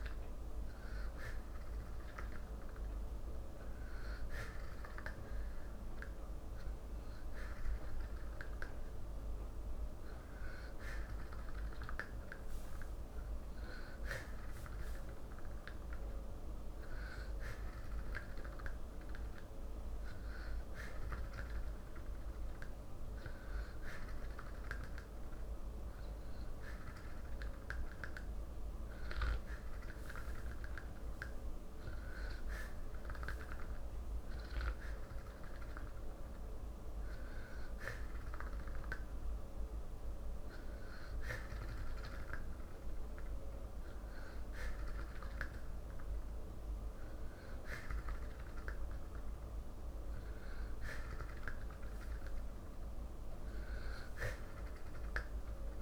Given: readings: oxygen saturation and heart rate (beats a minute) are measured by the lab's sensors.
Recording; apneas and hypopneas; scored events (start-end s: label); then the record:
breathing in sleep by a room microphone; none
none scored
From the record:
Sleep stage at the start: N3 (deep sleep); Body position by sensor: on the back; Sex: male